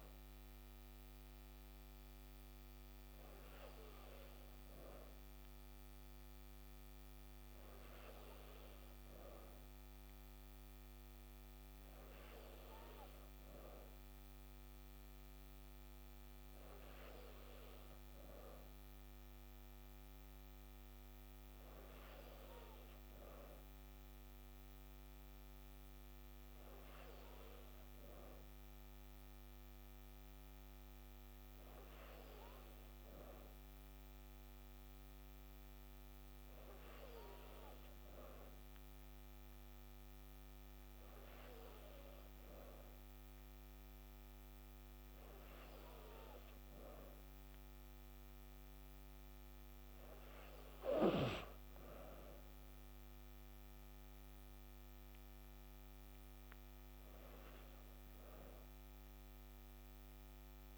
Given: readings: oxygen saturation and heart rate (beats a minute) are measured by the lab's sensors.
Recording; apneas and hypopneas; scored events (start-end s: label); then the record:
breathing in sleep, hard to hear, by a microphone on the trachea; none
none scored
From the record:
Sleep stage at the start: N3 (deep sleep); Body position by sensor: on the back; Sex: female